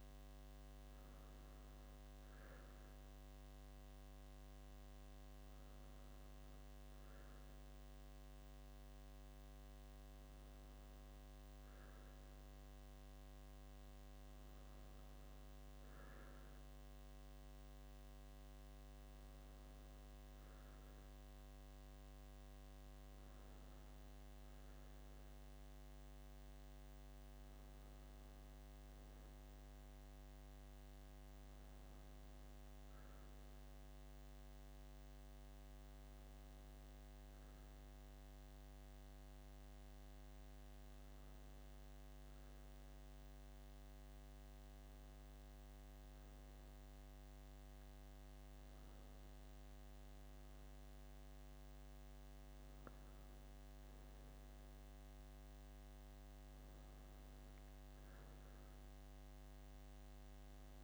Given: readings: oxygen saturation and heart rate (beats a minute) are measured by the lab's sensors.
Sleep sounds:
breathing in sleep, hard to hear, by a microphone on the trachea; none
29.50-33.50 s: arousal
From the record:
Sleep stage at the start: N2 (light sleep); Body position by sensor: on the left side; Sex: male

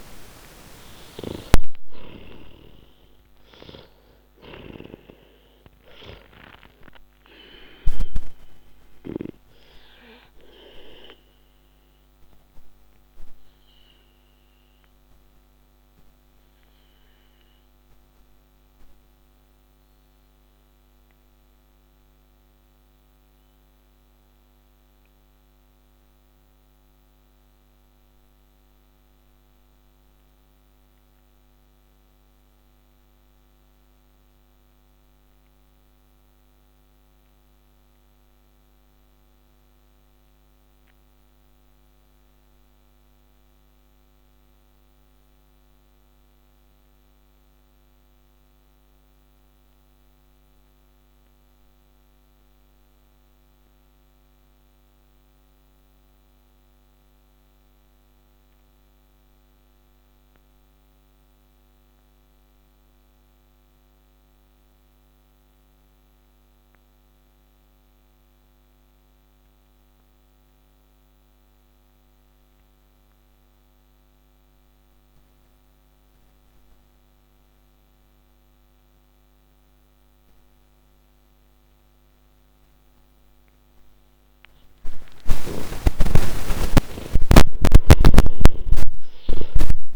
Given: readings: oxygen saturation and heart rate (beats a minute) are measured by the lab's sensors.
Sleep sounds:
breathing in sleep by a microphone on the trachea; 1
0.00-2.00 s: snoring (device-marked)
0.00-3.00 s: arousal
0.00-49.00 s: oxygen desaturation (device-marked, oxygen 79% lowest, heart rate 41 extreme)
10.00-85.50 s: mixed apnea (oxygen 98% before, 78% lowest, heart rate 63 before, 41 extreme, up 22 after)
70.00-89.96 s: oxygen desaturation (device-marked, oxygen 98% before, 78% lowest, heart rate 51 before, 40 extreme)
87.00-89.96 s: arousal
87.00-89.96 s: snoring (device-marked)
From the record:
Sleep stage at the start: N2 (light sleep); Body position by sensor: on the back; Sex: male

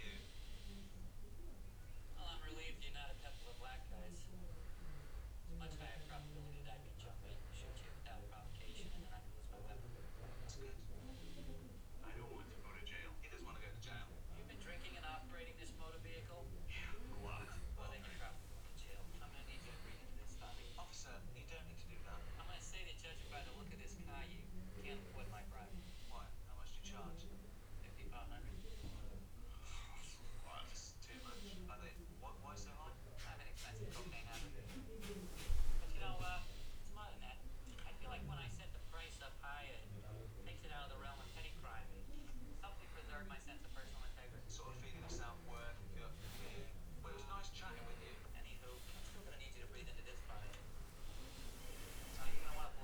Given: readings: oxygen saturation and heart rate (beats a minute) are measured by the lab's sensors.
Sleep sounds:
breathing in sleep by a room microphone; none
none scored
From the record:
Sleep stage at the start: N2 (light sleep); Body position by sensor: on the back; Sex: male

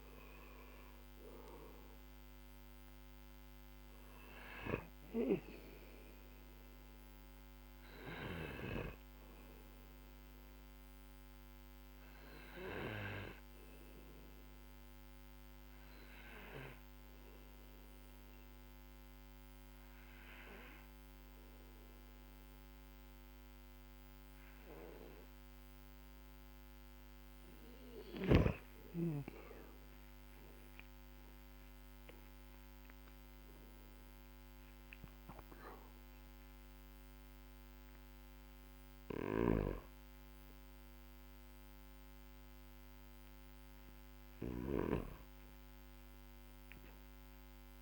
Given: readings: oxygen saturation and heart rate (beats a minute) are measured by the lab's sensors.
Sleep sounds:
a person partly awake in a sleep study, by a microphone on the trachea; 1
11.00-25.00 s: obstructive apnea (oxygen 97% before, 94% lowest, heart rate 56 before, 46 extreme, up 14 after)
32.50-47.82 s: new sleep stage, awake
38.50-44.50 s: snoring (device-marked)
From the record:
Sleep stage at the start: N1 (lightest sleep); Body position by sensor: on the back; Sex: male

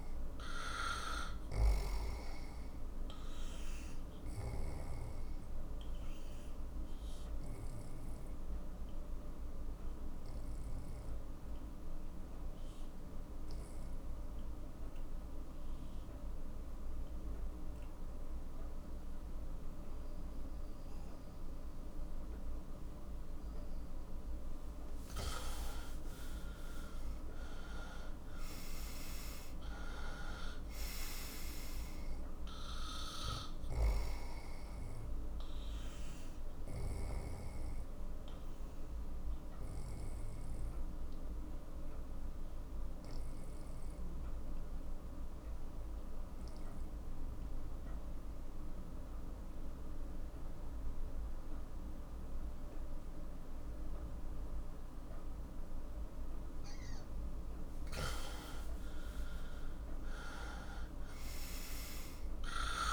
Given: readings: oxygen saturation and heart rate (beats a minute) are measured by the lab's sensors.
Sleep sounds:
breathing in sleep by a room microphone; 2
0.00-15.50 s: oxygen desaturation (device-marked, oxygen 93% lowest, heart rate 48 extreme)
5.50-24.00 s: obstructive apnea (oxygen 98% before, 92% lowest, heart rate 57 before, 47 extreme, up 17 after)
25.50-49.50 s: oxygen desaturation (device-marked, oxygen 97% before, 92% lowest, heart rate 53 before, 47 extreme)
27.50-32.00 s: arousal
38.50-56.50 s: obstructive apnea (oxygen 97% before, 92% lowest, heart rate 60 before, 47 extreme, up 15 after)
58.50-62.93 s: oxygen desaturation (device-marked, oxygen 98% before, 92% lowest, heart rate 51 before, 47 extreme)
59.50-62.93 s: arousal
From the record:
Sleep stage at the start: N2 (light sleep); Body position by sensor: on the right side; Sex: male

